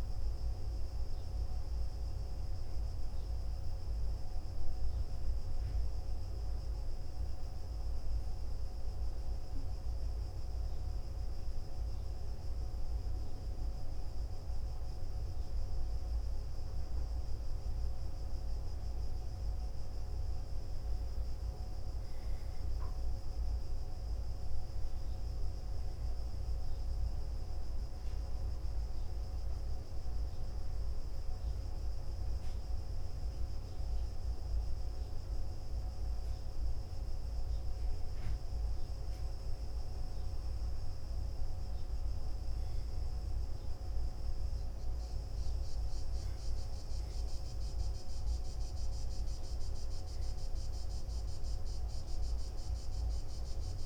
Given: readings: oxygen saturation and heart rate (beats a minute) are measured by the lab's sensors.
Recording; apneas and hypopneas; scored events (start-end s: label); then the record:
breathing in sleep, hard to hear, by a room microphone; 2
0.00-2.50 s: arousal
7.50-18.50 s: hypopnea (oxygen 97% before, 94% lowest, heart rate 66 before, 60 extreme, up 0 after)
20.50-24.00 s: arousal
32.00-45.00 s: oxygen desaturation (device-marked, oxygen 97% before, 94% lowest, heart rate 61 before, 60 extreme)
32.50-43.50 s: hypopnea (oxygen 97% before, 94% lowest, heart rate 61 before, 60 extreme, up 0 after)
49.00-53.00 s: arousal
From the record:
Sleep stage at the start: N1 (lightest sleep); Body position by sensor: on the back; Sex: male